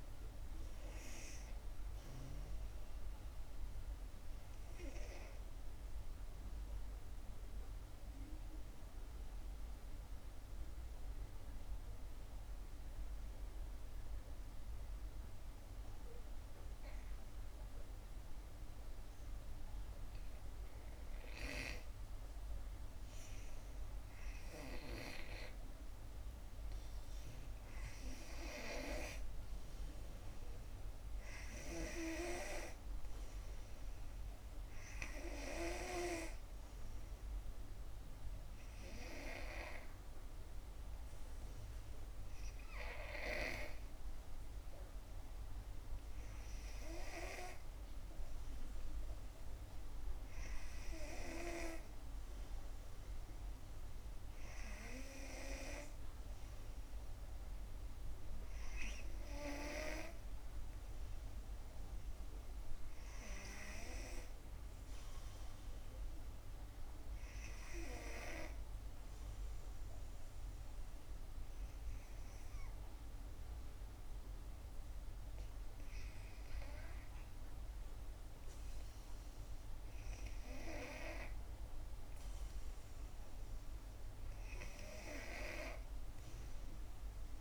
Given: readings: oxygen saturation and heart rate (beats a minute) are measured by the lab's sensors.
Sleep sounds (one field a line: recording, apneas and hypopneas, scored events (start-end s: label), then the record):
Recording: breathing in sleep by a room microphone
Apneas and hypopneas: 2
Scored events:
0.00-14.00 s: oxygen desaturation (device-marked, oxygen 88% lowest, heart rate 59 extreme)
4.00-22.50 s: obstructive apnea (oxygen 96% before, 88% lowest, heart rate 68 before, 59 extreme, up 10 after)
24.00-27.50 s: arousal
30.00-49.00 s: oxygen desaturation (device-marked, oxygen 96% before, 91% lowest, heart rate 64 before, 63 extreme)
70.00-80.50 s: obstructive apnea (oxygen 93% before, 90% lowest, heart rate 66 before, 64 extreme, up 1 after)
82.50-86.00 s: arousal
From the record:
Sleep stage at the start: N2 (light sleep)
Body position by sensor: on the back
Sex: female